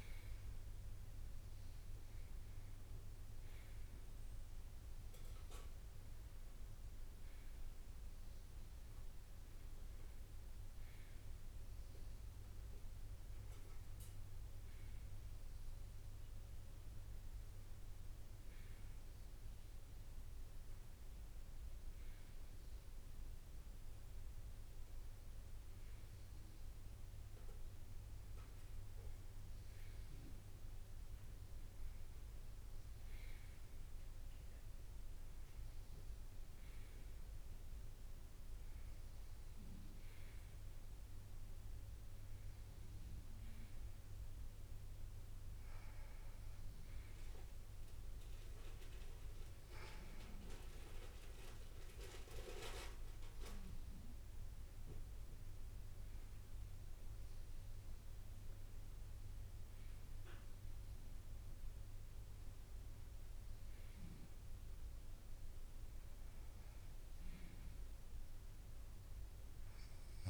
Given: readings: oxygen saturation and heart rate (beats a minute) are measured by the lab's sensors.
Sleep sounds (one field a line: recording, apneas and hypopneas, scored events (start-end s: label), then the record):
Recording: breathing in sleep by a room microphone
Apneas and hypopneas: none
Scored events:
0.00-2.50 s: drop in pulse transit time (device-marked, heart rate 73 extreme)
30.00-32.00 s: long interval between heartbeats (device-marked, heart rate 64 before, 73 extreme)
31.50-35.50 s: arousal
From the record:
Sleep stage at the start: N1 (lightest sleep)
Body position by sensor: on the right side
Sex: female